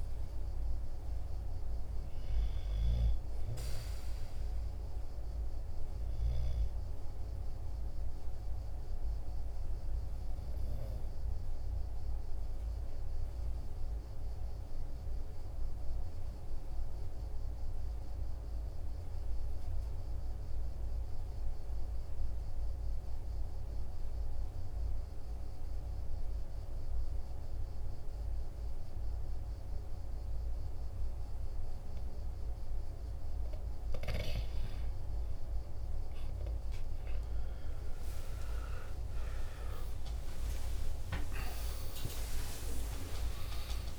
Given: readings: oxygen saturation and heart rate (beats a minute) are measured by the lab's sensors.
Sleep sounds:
breathing in sleep by a room microphone; 1
7.00-32.50 s: obstructive apnea (oxygen 97% before, 93% lowest, heart rate 48 before, 43 extreme, up 3 after)
38.50-43.99 s: oxygen desaturation (device-marked, oxygen 98% before, 94% lowest, heart rate 48 before, 46 extreme)
39.00-43.99 s: arousal
43.50-43.99 s: new sleep stage, N1 (lightest sleep)
From the record:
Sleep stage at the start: N2 (light sleep); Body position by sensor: on the right side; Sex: male

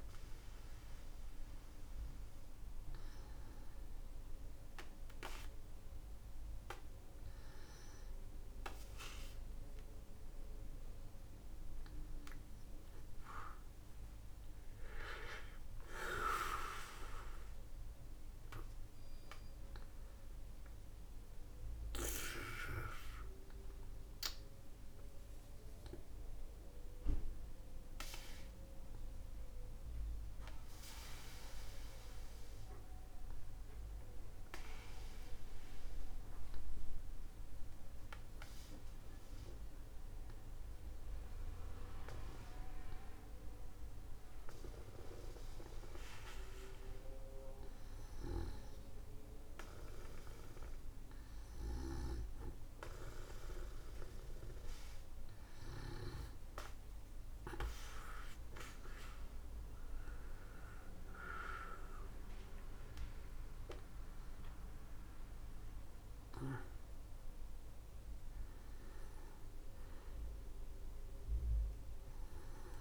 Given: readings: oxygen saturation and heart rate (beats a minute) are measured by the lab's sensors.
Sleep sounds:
a person awake in a sleep study, by a room microphone; none
49.50-72.81 s: new sleep stage, N1 (lightest sleep)
60.50-72.81 s: oxygen desaturation (device-marked, oxygen 97% before, 94% lowest, heart rate 56 before, 48 extreme)
From the record:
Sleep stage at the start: awake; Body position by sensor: on the back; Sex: male

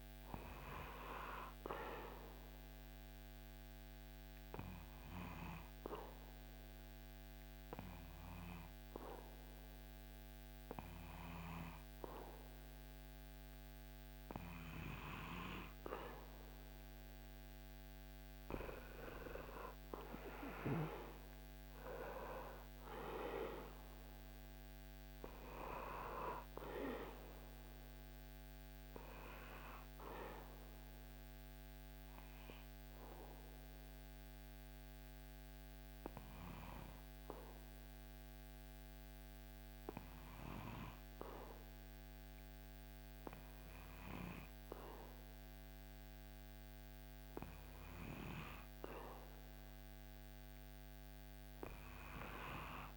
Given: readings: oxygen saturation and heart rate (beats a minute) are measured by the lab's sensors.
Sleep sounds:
breathing in sleep by a microphone on the trachea; 2
2.50-16.00 s: obstructive apnea (oxygen 98% before, 96% lowest, heart rate 71 before, 64 extreme, up 11 after)
30.00-48.50 s: obstructive apnea (oxygen 98% before, 96% lowest, heart rate 75 before, 64 extreme, up 4 after)
46.50-52.97 s: new sleep stage, N2 (light sleep)
From the record:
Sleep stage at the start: N1 (lightest sleep); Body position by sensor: on the back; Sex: male

